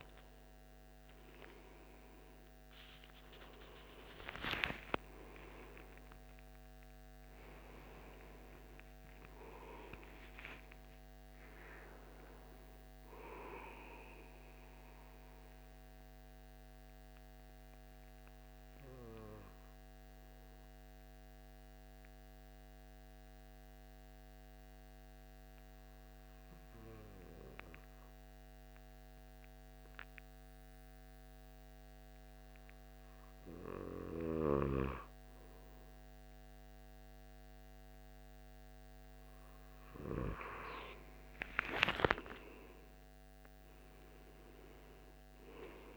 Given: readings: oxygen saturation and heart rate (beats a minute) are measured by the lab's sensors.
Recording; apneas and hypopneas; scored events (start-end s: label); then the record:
breathing in sleep by a microphone on the trachea; 1
0.00-4.50 s: arousal
15.00-33.50 s: obstructive apnea (oxygen 97% before, 93% lowest, heart rate 84 before, 71 extreme, up 10 after)
41.50-45.97 s: arousal
41.50-45.97 s: oxygen desaturation (device-marked, oxygen 97% before, 93% lowest, heart rate 77 before, 66 extreme)
From the record:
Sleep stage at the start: N2 (light sleep); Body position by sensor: on the back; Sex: male